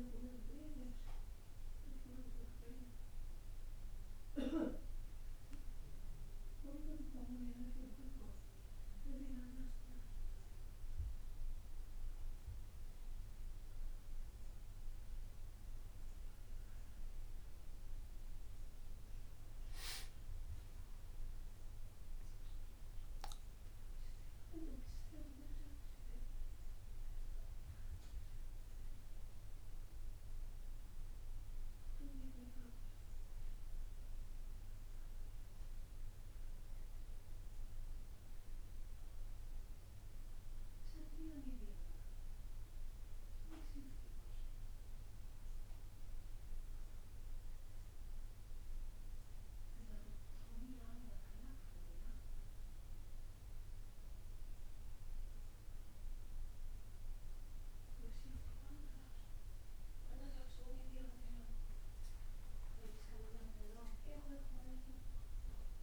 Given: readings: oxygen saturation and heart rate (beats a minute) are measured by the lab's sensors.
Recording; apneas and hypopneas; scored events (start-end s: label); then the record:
breathing in sleep by a room microphone; none
3.50-63.50 s: new sleep stage, N1 (lightest sleep)
22.50-26.00 s: arousal
63.50-65.83 s: new sleep stage, N2 (light sleep)
From the record:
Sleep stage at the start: N2 (light sleep); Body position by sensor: on the back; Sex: male